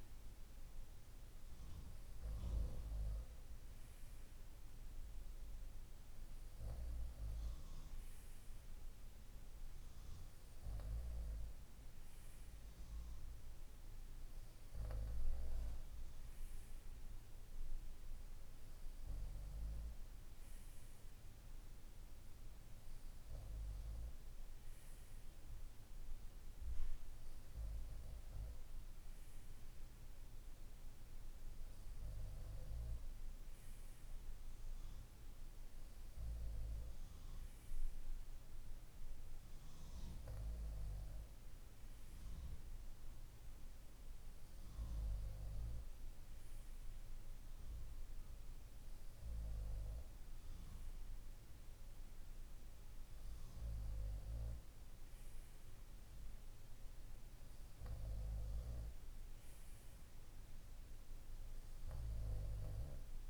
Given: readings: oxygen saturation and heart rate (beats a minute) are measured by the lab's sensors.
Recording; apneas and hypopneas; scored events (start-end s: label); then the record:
breathing in sleep, hard to hear, by a room microphone; none
none scored
From the record:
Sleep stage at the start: N2 (light sleep); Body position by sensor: on the right side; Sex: male